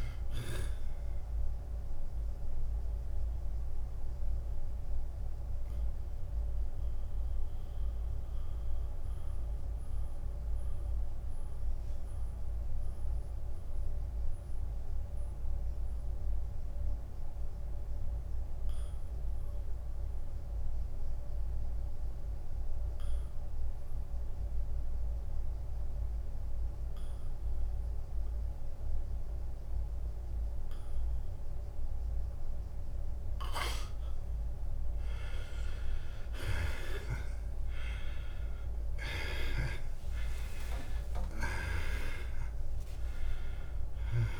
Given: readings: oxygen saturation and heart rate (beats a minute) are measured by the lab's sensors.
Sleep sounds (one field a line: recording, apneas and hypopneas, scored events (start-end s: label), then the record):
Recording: breathing in sleep by a room microphone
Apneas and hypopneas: 1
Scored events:
0.00-9.00 s: drop in pulse transit time (device-marked, heart rate 78 extreme)
0.00-19.00 s: oxygen desaturation (device-marked, oxygen 86% lowest, heart rate 78 extreme)
4.50-35.50 s: mixed apnea (oxygen 97% before, 84% lowest, heart rate 83 before, 80 extreme, up 7 after)
36.50-41.50 s: arousal
From the record:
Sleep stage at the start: N2 (light sleep)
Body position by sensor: on the back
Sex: male